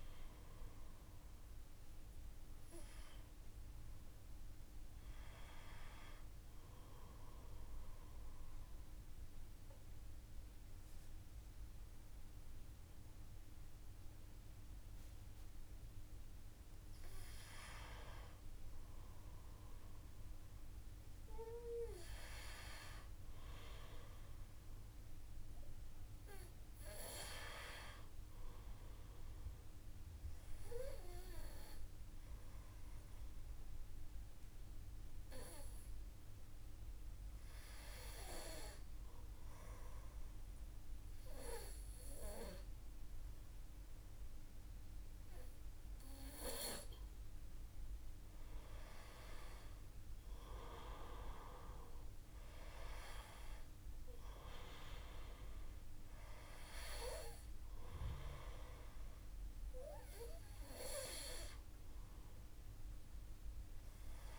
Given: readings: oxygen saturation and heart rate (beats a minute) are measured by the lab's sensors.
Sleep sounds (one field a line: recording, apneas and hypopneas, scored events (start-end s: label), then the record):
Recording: breathing in sleep by a room microphone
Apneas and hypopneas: 2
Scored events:
0.00-10.00 s: oxygen desaturation (device-marked, oxygen 90% lowest, heart rate 56 extreme)
5.50-16.00 s: obstructive apnea (oxygen 94% before, 90% lowest, heart rate 59 before, 56 extreme, up 1 after)
18.00-22.50 s: arousal
30.00-41.00 s: oxygen desaturation (device-marked, oxygen 96% before, 92% lowest, heart rate 57 before, 56 extreme)
32.00-46.50 s: hypopnea (oxygen 96% before, 91% lowest, heart rate 57 before, 56 extreme, up 2 after)
48.50-52.50 s: arousal
52.00-64.39 s: oxygen desaturation (device-marked, oxygen 94% before, 91% lowest, heart rate 57 before, 54 extreme)
From the record:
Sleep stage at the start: N2 (light sleep)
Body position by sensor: on the back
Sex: male